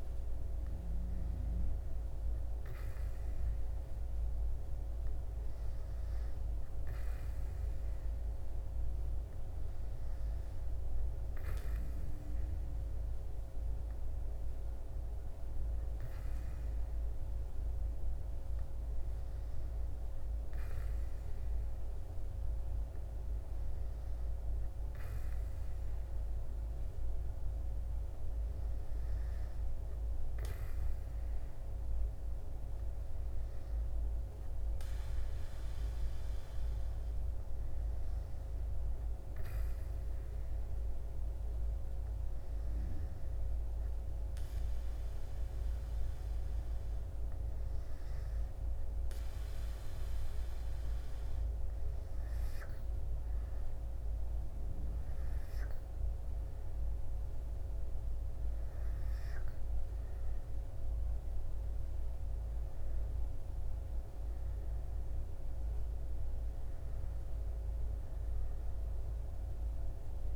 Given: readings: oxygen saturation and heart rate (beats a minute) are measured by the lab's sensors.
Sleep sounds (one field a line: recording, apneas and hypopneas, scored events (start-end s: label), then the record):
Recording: breathing in sleep, hard to hear, by a room microphone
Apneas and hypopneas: none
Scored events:
none scored
From the record:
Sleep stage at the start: N2 (light sleep)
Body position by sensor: on the back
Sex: male